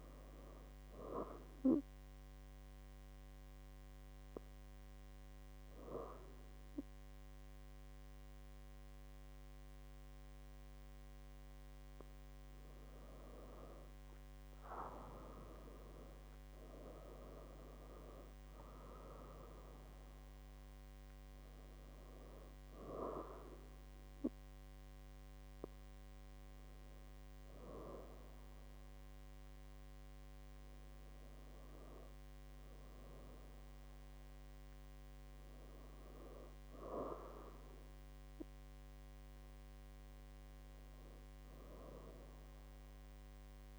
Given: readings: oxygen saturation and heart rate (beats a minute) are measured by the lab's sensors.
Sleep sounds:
breathing in sleep by a microphone on the trachea; 1
2.50-13.50 s: hypopnea (oxygen 98% before, 96% lowest, heart rate 73 before, 61 extreme, up 53 after)
15.00-18.50 s: arousal
From the record:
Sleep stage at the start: N2 (light sleep); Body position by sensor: on the back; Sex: female

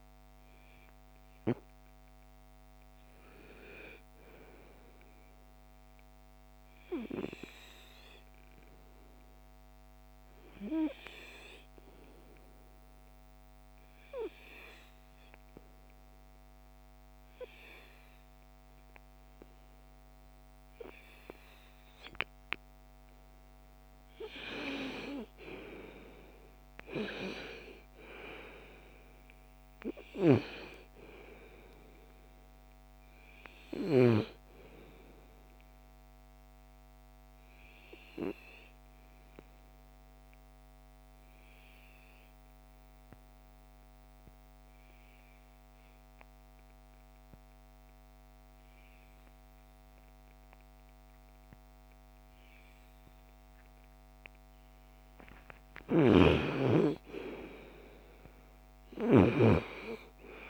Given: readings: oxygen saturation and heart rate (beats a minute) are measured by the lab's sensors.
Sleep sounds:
breathing in sleep by a microphone on the trachea; 2
7.00-22.00 s: obstructive apnea (oxygen 96% before, 89% lowest, heart rate 63 before, 56 extreme, up 13 after)
23.50-27.50 s: arousal
23.50-45.50 s: oxygen desaturation (device-marked, oxygen 95% before, 90% lowest, heart rate 59 before, 56 extreme)
36.00-53.00 s: obstructive apnea (oxygen 97% before, 87% lowest, heart rate 63 before, 54 extreme, up 11 after)
55.00-60.50 s: snoring (device-marked)
56.00-59.50 s: arousal
59.50-60.50 s: oxygen desaturation (device-marked, oxygen 97% before, 89% lowest, heart rate 58 before, 54 extreme)
From the record:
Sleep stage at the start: N2 (light sleep); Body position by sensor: on the right side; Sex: female

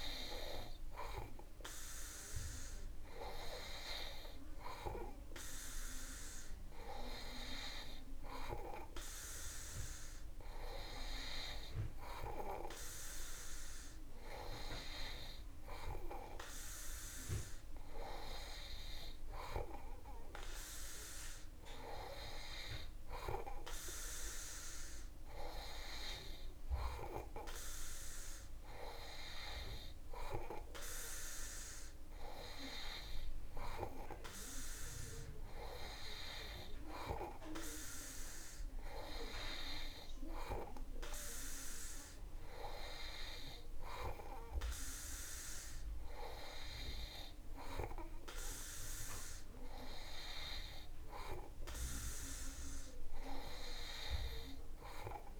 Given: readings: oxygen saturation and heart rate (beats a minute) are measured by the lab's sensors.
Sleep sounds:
breathing in sleep by a room microphone; none
none scored
From the record:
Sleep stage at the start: N2 (light sleep); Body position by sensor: on the back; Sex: male

